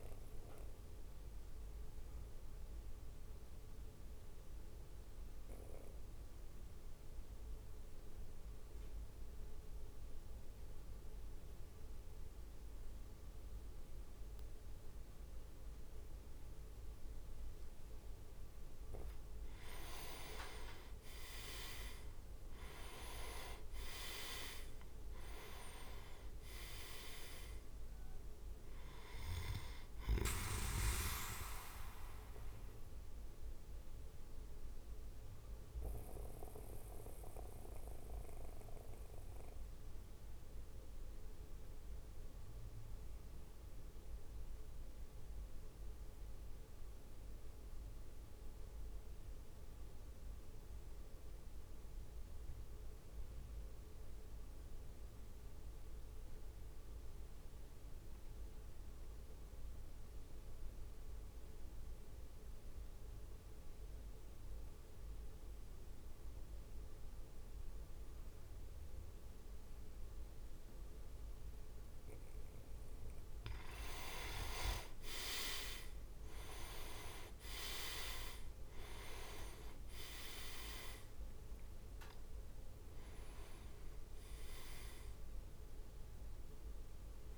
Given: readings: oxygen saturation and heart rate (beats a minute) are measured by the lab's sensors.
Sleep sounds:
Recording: breathing in sleep by a room microphone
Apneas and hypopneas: 2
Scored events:
2.00-17.00 s: obstructive apnea (oxygen 100% before, 92% lowest, heart rate 54 before, 50 extreme, up 8 after)
20.00-25.00 s: arousal
20.50-22.50 s: leg movement (device-marked)
20.50-34.50 s: drop in pulse transit time (device-marked, heart rate 52 before, 52 extreme)
24.50-36.50 s: oxygen desaturation (device-marked, oxygen 98% before, 94% lowest, heart rate 52 before, 50 extreme)
33.00-72.50 s: mixed apnea (oxygen 98% before, 91% lowest, heart rate 55 before, 45 extreme, up 11 after)
42.50-49.50 s: oxygen desaturation (device-marked, oxygen 96% before, 92% lowest, heart rate 54 before, 46 extreme)
48.50-62.50 s: drop in pulse transit time (device-marked, heart rate 53 before, 54 extreme)
52.00-54.00 s: long interval between heartbeats (device-marked, heart rate 53 before, 64 extreme)
61.50-72.50 s: oxygen desaturation (device-marked, oxygen 100% before, 96% lowest, heart rate 57 before, 45 extreme)
74.00-78.00 s: leg movement (device-marked)
74.50-87.38 s: oxygen desaturation (device-marked, oxygen 97% before, 93% lowest, heart rate 53 before, 52 extreme)
75.50-81.00 s: arousal
78.50-87.38 s: drop in pulse transit time (device-marked, heart rate 51 before, 53 extreme)
80.50-82.50 s: leg movement (device-marked)
From the record:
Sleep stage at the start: N2 (light sleep)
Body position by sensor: on the back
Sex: male

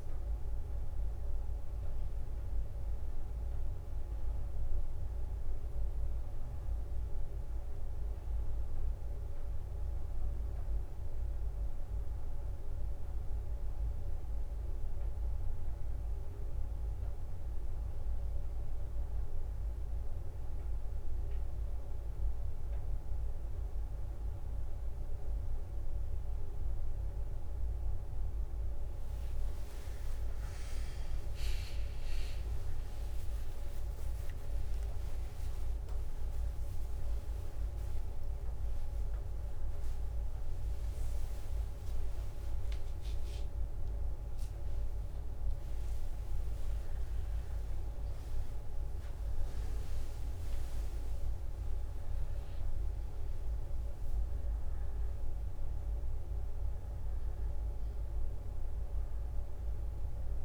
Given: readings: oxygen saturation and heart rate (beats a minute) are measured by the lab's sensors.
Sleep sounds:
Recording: a person partly awake in a sleep study, hard to hear, by a room microphone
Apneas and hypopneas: 1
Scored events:
0.00-1.50 s: drop in pulse transit time (device-marked, heart rate 61 extreme)
0.00-3.00 s: arousal
2.50-9.00 s: leg movement (device-marked)
5.50-24.50 s: oxygen desaturation (device-marked, oxygen 93% before, 90% lowest, heart rate 64 before, 60 extreme)
12.50-21.00 s: leg movement (device-marked)
13.50-24.00 s: hypopnea (oxygen 93% before, 90% lowest, heart rate 64 before, 60 extreme, up 4 after)
14.50-22.50 s: drop in pulse transit time (device-marked, heart rate 65 before, 61 extreme)
32.50-42.50 s: drop in pulse transit time (device-marked, heart rate 64 before, 66 extreme)
35.50-60.45 s: new sleep stage, awake
38.50-49.50 s: tachycardia (device-marked, heart rate 68 before, 182 extreme)
From the record:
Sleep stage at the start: N1 (lightest sleep)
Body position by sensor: on the back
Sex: female

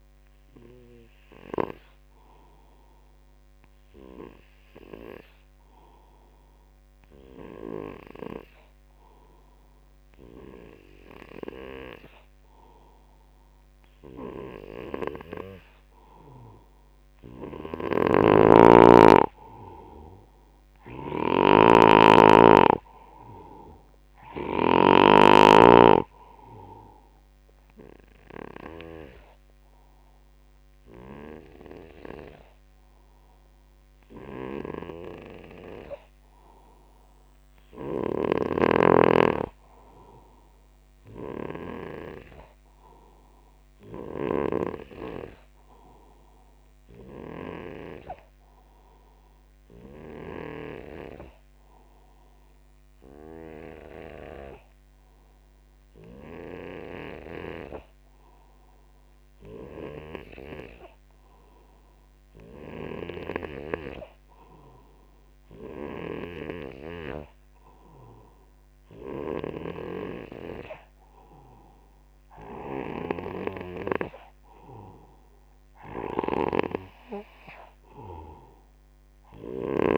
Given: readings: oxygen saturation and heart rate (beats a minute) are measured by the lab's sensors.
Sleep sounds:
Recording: breathing in sleep by a microphone on the trachea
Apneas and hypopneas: 3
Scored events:
2.50-16.00 s: obstructive apnea (oxygen 98% before, 88% lowest, heart rate 87 before, 70 extreme, up 9 after)
5.00-12.00 s: oxygen desaturation (device-marked, oxygen 98% before, 92% lowest, heart rate 86 before, 70 extreme)
17.50-25.00 s: snoring (device-marked)
19.00-22.50 s: arousal
25.00-47.00 s: oxygen desaturation (device-marked, oxygen 95% before, 89% lowest, heart rate 77 before, 72 extreme)
28.00-38.00 s: obstructive apnea (oxygen 96% before, 83% lowest, heart rate 78 before, 75 extreme, up 13 after)
40.00-42.50 s: arousal
44.00-50.50 s: snoring (device-marked)
45.50-74.00 s: obstructive apnea (oxygen 95% before, 82% lowest, heart rate 84 before, 71 extreme, up 8 after)
55.00-65.00 s: oxygen desaturation (device-marked, oxygen 93% before, 89% lowest, heart rate 84 before, 71 extreme)
71.00-79.98 s: oxygen desaturation (device-marked, oxygen 90% before, 82% lowest, heart rate 80 before, 71 extreme)
72.50-79.98 s: snoring (device-marked)
76.00-79.98 s: arousal
From the record:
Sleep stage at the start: REM sleep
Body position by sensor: on the back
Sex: male

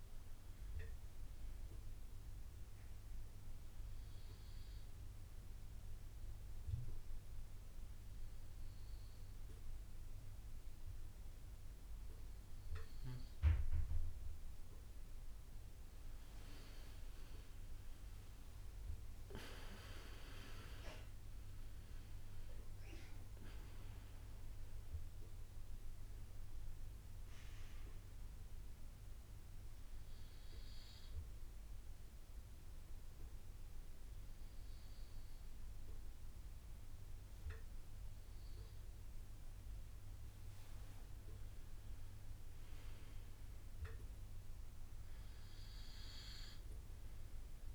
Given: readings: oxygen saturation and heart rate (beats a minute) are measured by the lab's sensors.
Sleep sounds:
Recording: breathing in sleep by a room microphone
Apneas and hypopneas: 2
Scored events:
3.50-15.00 s: obstructive apnea (oxygen 97% before, 94% lowest)
17.00-22.50 s: arousal
24.00-39.00 s: oxygen desaturation (device-marked, oxygen 98% before, 94% lowest)
29.00-40.00 s: obstructive apnea (oxygen 98% before, 94% lowest)
42.00-45.50 s: arousal
From the record:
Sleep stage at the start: N2 (light sleep)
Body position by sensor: on the right side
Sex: male

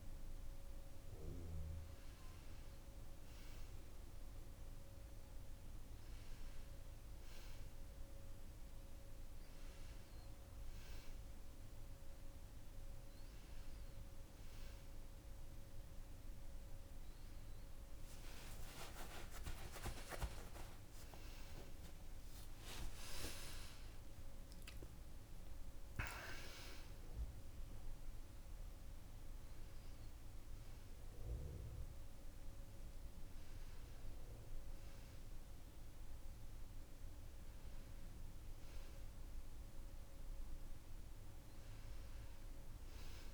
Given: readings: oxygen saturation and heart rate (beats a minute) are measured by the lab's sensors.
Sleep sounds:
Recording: breathing in sleep by a room microphone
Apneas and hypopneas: none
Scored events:
none scored
From the record:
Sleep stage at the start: N2 (light sleep)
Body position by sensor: on the back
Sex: male

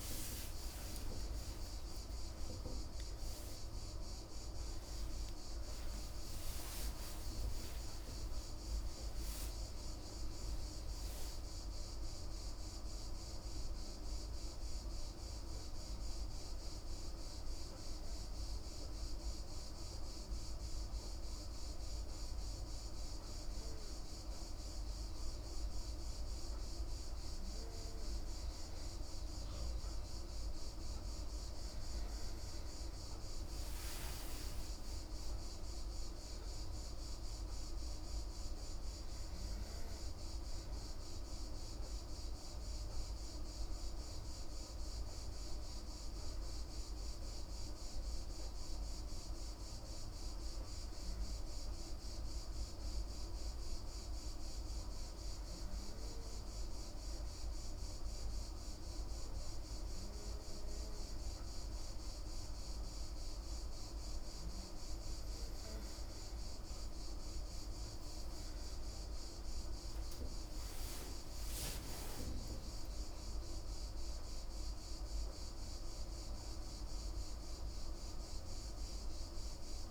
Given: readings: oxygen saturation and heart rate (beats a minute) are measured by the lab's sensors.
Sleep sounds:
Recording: breathing in sleep, hard to hear, by a room microphone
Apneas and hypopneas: 2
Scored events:
5.50-11.00 s: arousal
15.50-27.00 s: hypopnea (oxygen 94% before, 93% lowest, heart rate 59 before, 45 extreme, up 18 after)
33.50-37.50 s: arousal
36.50-51.50 s: oxygen desaturation (device-marked, oxygen 98% before, 93% lowest, heart rate 51 before, 45 extreme)
44.50-65.00 s: hypopnea (oxygen 98% before, 93% lowest, heart rate 56 before, 38 extreme, up 20 after)
68.50-74.50 s: arousal
From the record:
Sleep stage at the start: N2 (light sleep)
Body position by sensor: on the back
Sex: female

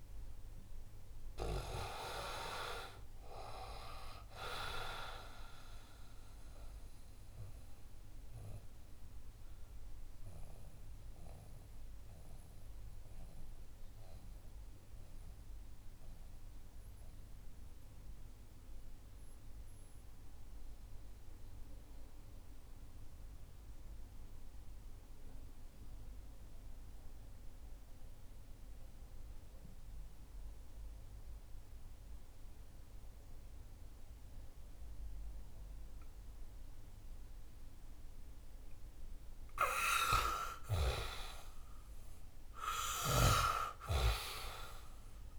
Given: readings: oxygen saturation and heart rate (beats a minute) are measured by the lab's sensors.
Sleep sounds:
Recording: breathing in sleep by a room microphone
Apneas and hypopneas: 1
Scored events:
0.00-12.50 s: oxygen desaturation (device-marked, oxygen 83% lowest, heart rate 59 extreme)
5.50-40.00 s: mixed apnea (oxygen 95% before, 78% lowest, heart rate 69 before, 61 extreme, up 8 after)
14.50-25.50 s: oxygen desaturation (device-marked, oxygen 85% before, 78% lowest, heart rate 70 before, 63 extreme)
38.50-45.39 s: oxygen desaturation (device-marked, oxygen 99% before, 84% lowest, heart rate 64 before, 58 extreme)
41.50-45.00 s: arousal
From the record:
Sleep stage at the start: REM sleep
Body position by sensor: on the back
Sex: male

